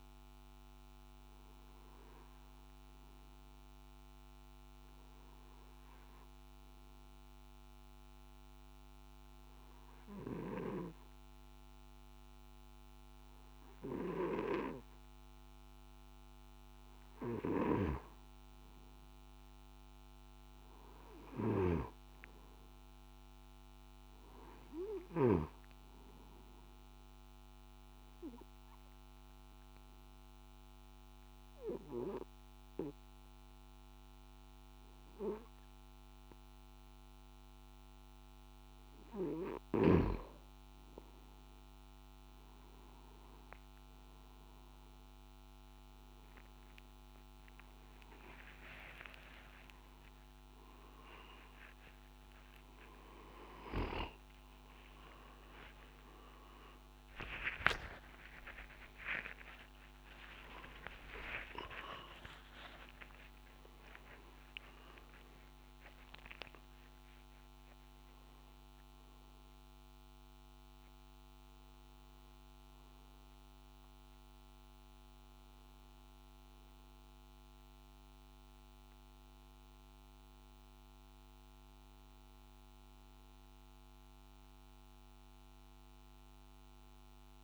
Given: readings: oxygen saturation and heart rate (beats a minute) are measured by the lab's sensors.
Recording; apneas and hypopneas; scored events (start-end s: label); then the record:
a person partly awake in a sleep study, by a microphone on the trachea; 2
5.50-17.50 s: obstructive apnea (oxygen 97% before, 91% lowest, heart rate 59 before, 58 extreme, up 3 after)
20.00-24.00 s: arousal
24.00-42.00 s: oxygen desaturation (device-marked, oxygen 95% before, 92% lowest, heart rate 59 before, 58 extreme)
28.50-39.50 s: obstructive apnea (oxygen 97% before, 91% lowest, heart rate 60 before, 58 extreme, up 8 after)
37.00-67.00 s: new sleep stage, awake
52.00-64.00 s: oxygen desaturation (device-marked, oxygen 96% before, 91% lowest, heart rate 62 before, 60 extreme)
57.50-59.50 s: long interval between heartbeats (device-marked, heart rate 65 before, 88 extreme)
58.00-64.00 s: tachycardia (device-marked, heart rate 61 before, 127 extreme)
67.00-87.44 s: new sleep stage, N1 (lightest sleep)
From the record:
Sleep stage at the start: N2 (light sleep); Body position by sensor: on the back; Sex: male